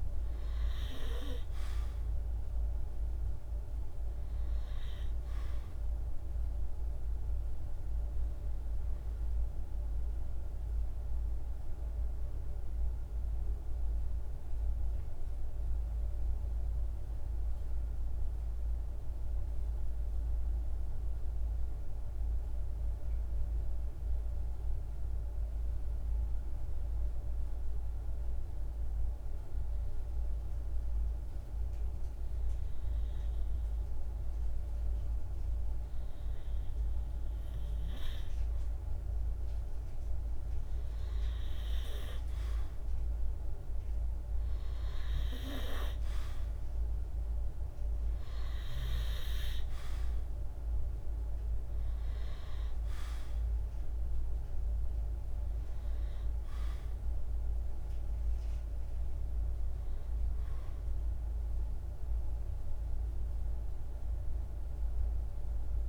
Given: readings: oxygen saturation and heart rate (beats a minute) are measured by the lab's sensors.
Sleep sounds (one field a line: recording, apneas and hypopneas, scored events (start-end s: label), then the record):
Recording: breathing in sleep by a room microphone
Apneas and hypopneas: 1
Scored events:
0.00-18.00 s: oxygen desaturation (device-marked, oxygen 92% lowest, heart rate 52 extreme)
17.00-30.50 s: hypopnea (oxygen 98% before, 92% lowest, heart rate 54 before, 53 extreme, up 2 after)
32.00-65.89 s: oxygen desaturation (device-marked, oxygen 98% before, 92% lowest, heart rate 53 before, 52 extreme)
33.00-35.50 s: arousal
From the record:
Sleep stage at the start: N2 (light sleep)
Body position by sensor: on the right side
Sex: male